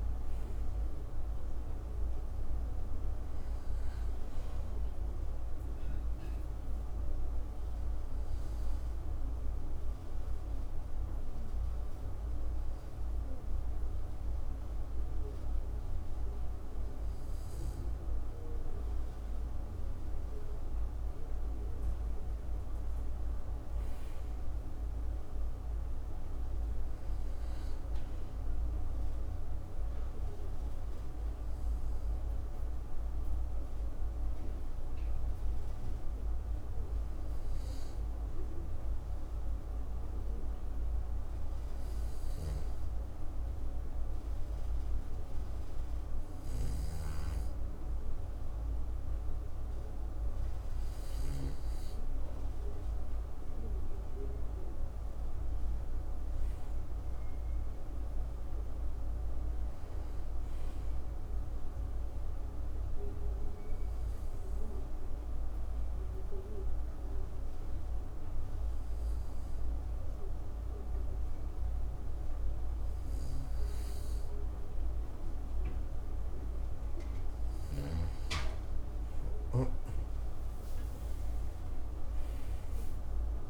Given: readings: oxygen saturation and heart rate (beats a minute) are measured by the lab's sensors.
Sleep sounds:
breathing in sleep, hard to hear, by a room microphone; 3
5.50-17.50 s: obstructive apnea (oxygen 99% before, 93% lowest, heart rate 61 before, 60 extreme, up 3 after)
21.00-25.50 s: arousal
32.50-51.00 s: obstructive apnea (oxygen 97% before, 93% lowest, heart rate 62 before, 63 extreme, up 1 after)
52.00-75.00 s: oxygen desaturation (device-marked, oxygen 97% before, 93% lowest, heart rate 65 before, 57 extreme)
55.50-59.00 s: arousal
63.00-77.00 s: obstructive apnea (oxygen 97% before, 93% lowest, heart rate 64 before, 57 extreme, up 6 after)
79.00-83.50 s: arousal
From the record:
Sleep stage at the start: N2 (light sleep); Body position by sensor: on the back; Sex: male

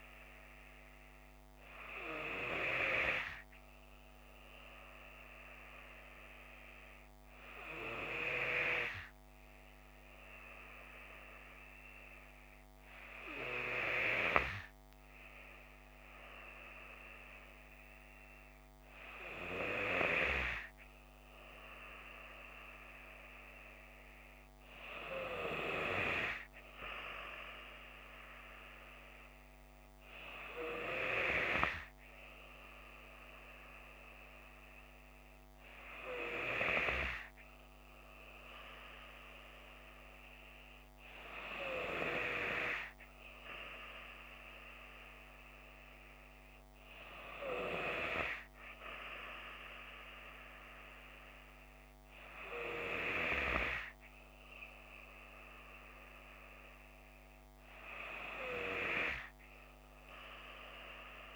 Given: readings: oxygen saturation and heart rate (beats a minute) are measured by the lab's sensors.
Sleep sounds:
breathing in sleep by a microphone on the trachea; none
none scored
From the record:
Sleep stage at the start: N2 (light sleep); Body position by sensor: on the left side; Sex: female

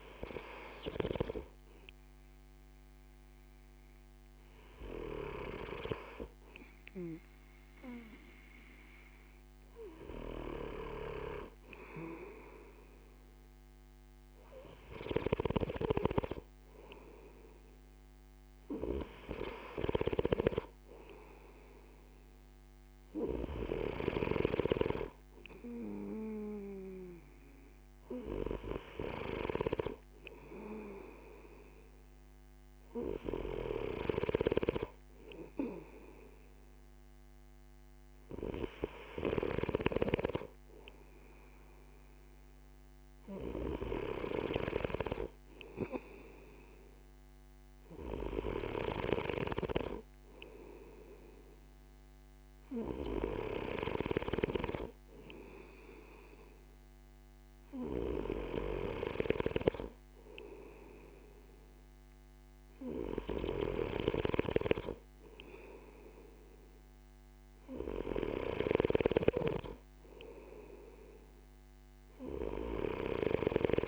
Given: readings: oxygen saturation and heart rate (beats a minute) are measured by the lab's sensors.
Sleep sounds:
breathing in sleep by a microphone on the trachea; none
19.50-24.50 s: snoring (device-marked)
59.00-73.50 s: snoring (device-marked)
From the record:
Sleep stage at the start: N2 (light sleep); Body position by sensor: on the right side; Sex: male

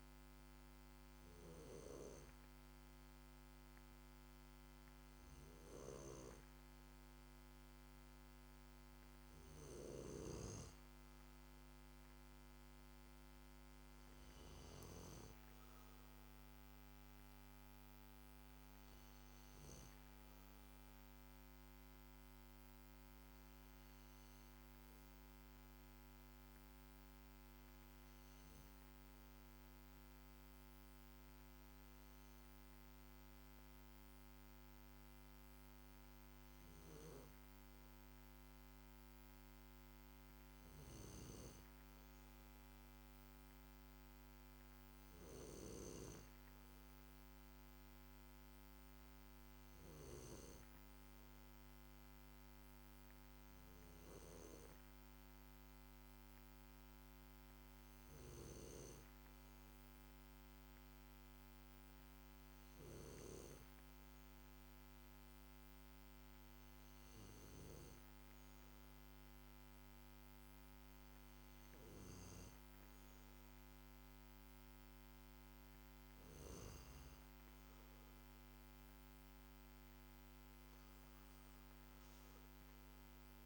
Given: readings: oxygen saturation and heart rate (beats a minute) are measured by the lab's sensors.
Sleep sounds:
breathing in sleep by a microphone on the trachea; none
none scored
From the record:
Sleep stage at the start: N2 (light sleep); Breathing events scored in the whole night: 135 in 6.0 hours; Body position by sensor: on the back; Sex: male

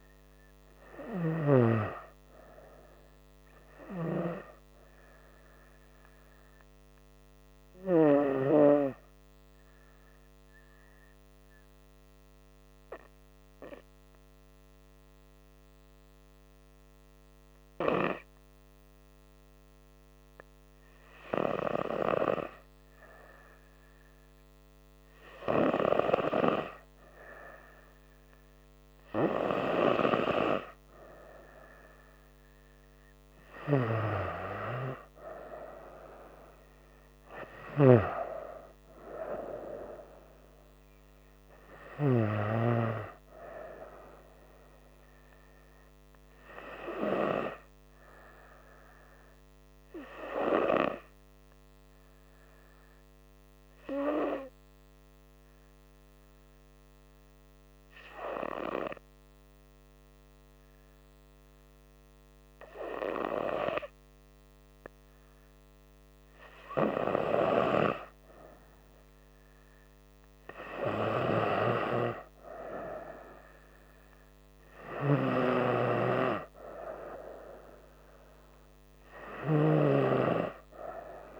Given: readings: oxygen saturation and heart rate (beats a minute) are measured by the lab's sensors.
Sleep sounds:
breathing in sleep by a microphone on the trachea; 2
10.50-22.00 s: obstructive apnea (oxygen 99% before, 95% lowest, heart rate 68 before, 67 extreme, up 2 after)
13.00-21.00 s: oxygen desaturation (device-marked, oxygen 98% before, 95% lowest, heart rate 68 before, 67 extreme)
22.00-24.50 s: arousal
33.50-43.00 s: snoring (device-marked)
52.00-66.50 s: hypopnea (oxygen 98% before, 95% lowest, heart rate 70 before, 66 extreme, up 3 after)
68.00-71.50 s: arousal
75.00-80.00 s: snoring (device-marked)
From the record:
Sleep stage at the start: N2 (light sleep); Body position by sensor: on the right side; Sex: female

